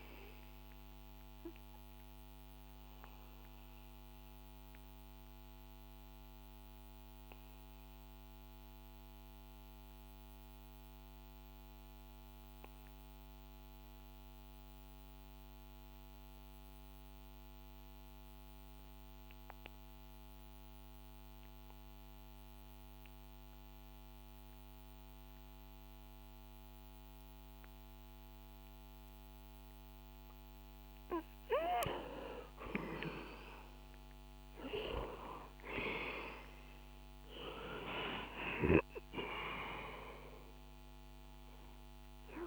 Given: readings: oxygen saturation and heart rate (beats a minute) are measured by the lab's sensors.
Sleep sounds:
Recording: breathing in sleep by a microphone on the trachea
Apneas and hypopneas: 1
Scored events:
1.50-30.00 s: mixed apnea (oxygen 96% before, 91% lowest, heart rate 64 before, 58 extreme, up 11 after)
13.00-42.47 s: new sleep stage, REM sleep
33.00-37.50 s: arousal
36.00-42.47 s: oxygen desaturation (device-marked, oxygen 97% before, 91% lowest, heart rate 61 before, 59 extreme)
From the record:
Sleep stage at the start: N2 (light sleep)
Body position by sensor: on the back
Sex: male

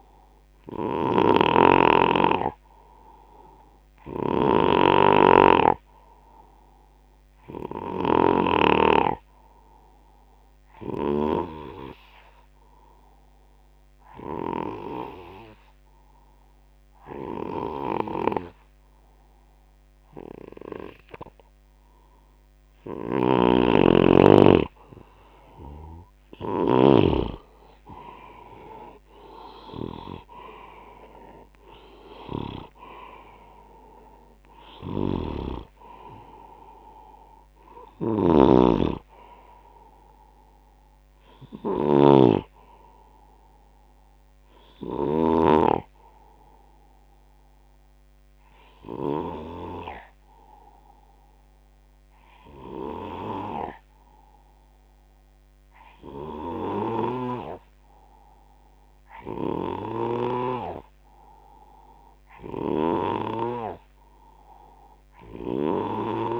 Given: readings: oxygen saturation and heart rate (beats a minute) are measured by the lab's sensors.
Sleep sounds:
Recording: breathing in sleep by a microphone on the trachea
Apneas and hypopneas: 2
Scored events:
0.00-2.00 s: oxygen desaturation (device-marked, oxygen 89% lowest, heart rate 60 extreme)
0.00-8.50 s: snoring (device-marked)
12.00-23.00 s: obstructive apnea (oxygen 94% before, 90% lowest, heart rate 78 before, 59 extreme, up 13 after)
23.00-27.00 s: snoring (device-marked)
27.00-30.50 s: arousal
35.00-45.50 s: snoring (device-marked)
47.00-59.50 s: obstructive apnea (oxygen 93% before, 90% lowest, heart rate 77 before, 71 extreme)
62.00-65.00 s: arousal
From the record:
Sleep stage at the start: N2 (light sleep)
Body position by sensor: on the back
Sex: male

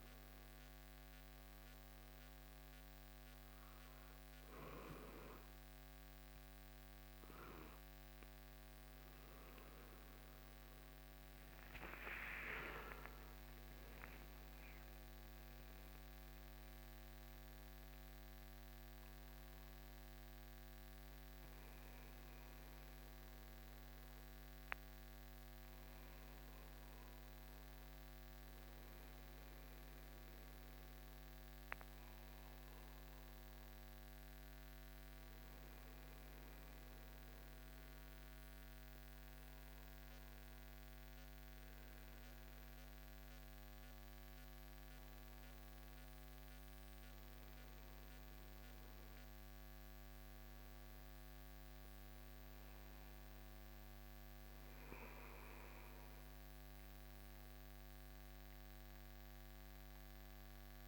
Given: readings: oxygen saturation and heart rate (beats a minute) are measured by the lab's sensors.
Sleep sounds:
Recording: breathing in sleep, hard to hear, by a microphone on the trachea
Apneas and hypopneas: none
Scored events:
9.50-13.50 s: arousal
From the record:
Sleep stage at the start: N2 (light sleep)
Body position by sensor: on the right side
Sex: male

